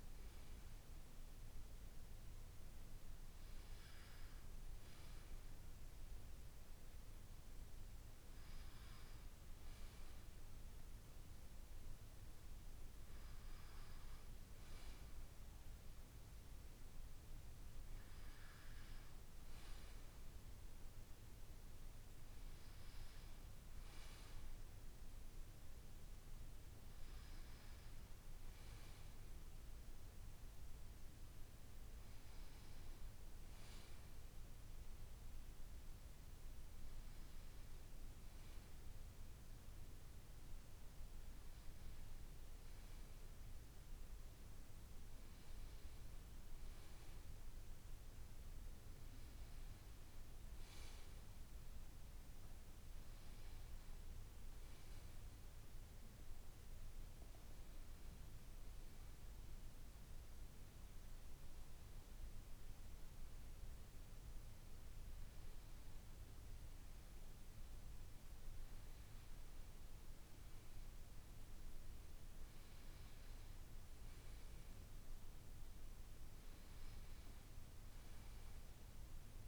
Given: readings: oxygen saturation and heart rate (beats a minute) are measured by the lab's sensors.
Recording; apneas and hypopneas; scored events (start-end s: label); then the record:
a person partly awake in a sleep study, hard to hear, by a room microphone; none
24.00-54.00 s: new sleep stage, N1 (lightest sleep)
34.00-39.00 s: arousal
54.00-79.48 s: new sleep stage, N2 (light sleep)
76.50-79.48 s: arousal
From the record:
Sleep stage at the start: awake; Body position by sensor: on the back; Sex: male